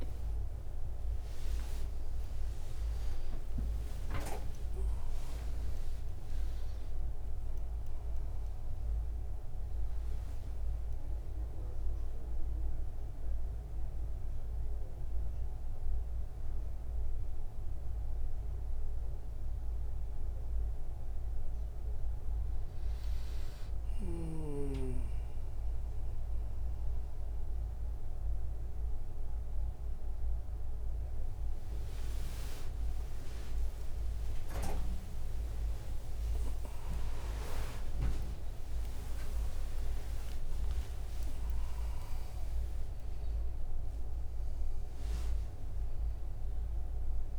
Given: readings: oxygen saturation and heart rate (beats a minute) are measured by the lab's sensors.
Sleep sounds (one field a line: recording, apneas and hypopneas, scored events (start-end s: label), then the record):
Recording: a person awake in a sleep study, by a room microphone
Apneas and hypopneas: none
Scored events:
38.00-40.00 s: long interval between heartbeats (device-marked, heart rate 92 before, 144 extreme)
40.50-42.50 s: long interval between heartbeats (device-marked, heart rate 98 before, 175 extreme)
43.00-45.00 s: long interval between heartbeats (device-marked, heart rate 112 before, 146 extreme)
46.00-47.39 s: long interval between heartbeats (device-marked, heart rate 122 before, 97 extreme)
From the record:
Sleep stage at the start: awake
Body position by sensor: on the back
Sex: male